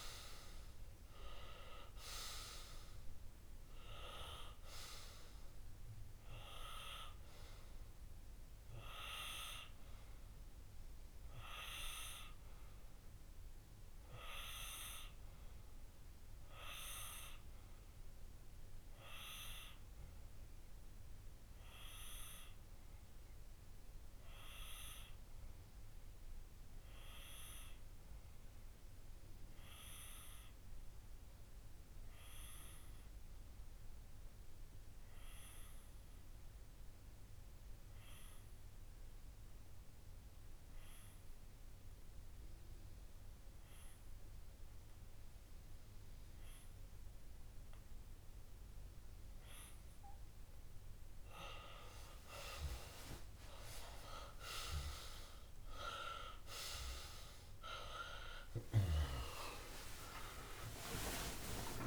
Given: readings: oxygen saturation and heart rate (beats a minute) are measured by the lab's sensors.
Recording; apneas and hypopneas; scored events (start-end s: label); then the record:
breathing in sleep by a room microphone; 1
16.00-50.50 s: obstructive apnea (oxygen 96% before, 95% lowest)
24.50-26.50 s: long interval between heartbeats (device-marked)
47.50-61.87 s: oxygen desaturation (device-marked, oxygen 98% before, 95% lowest)
58.50-61.87 s: new sleep stage, awake
From the record:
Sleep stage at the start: N2 (light sleep); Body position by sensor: on the left side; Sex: male